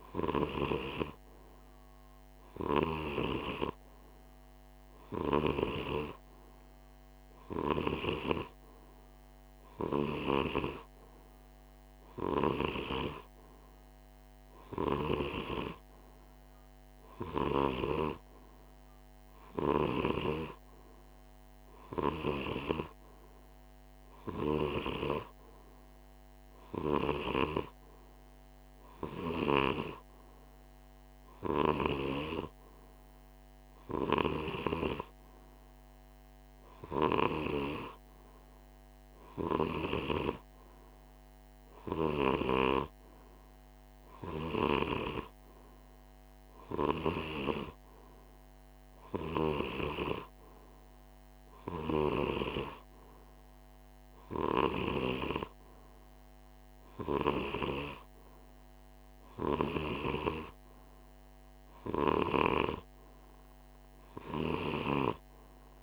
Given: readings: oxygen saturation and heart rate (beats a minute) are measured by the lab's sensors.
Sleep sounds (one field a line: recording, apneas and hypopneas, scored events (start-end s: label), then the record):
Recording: breathing in sleep by a microphone on the trachea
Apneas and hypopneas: none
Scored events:
none scored
From the record:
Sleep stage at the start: N2 (light sleep)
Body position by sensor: on the right side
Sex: male